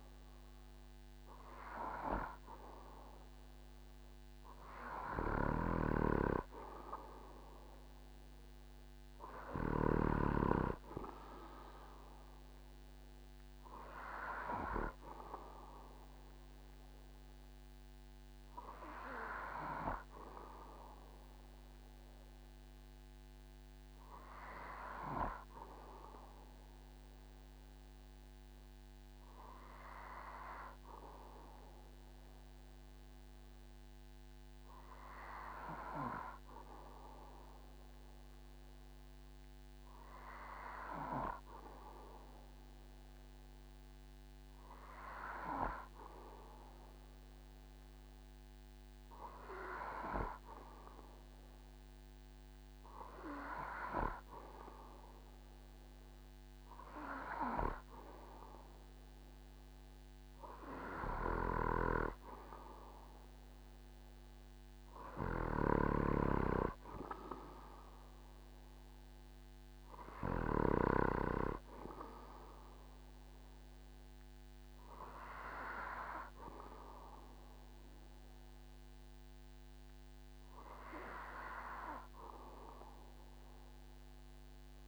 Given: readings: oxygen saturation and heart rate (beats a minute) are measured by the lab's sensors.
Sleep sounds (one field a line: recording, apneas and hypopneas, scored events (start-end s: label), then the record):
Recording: breathing in sleep by a microphone on the trachea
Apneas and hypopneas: none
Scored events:
none scored
From the record:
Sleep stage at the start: N2 (light sleep)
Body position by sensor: on the back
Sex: male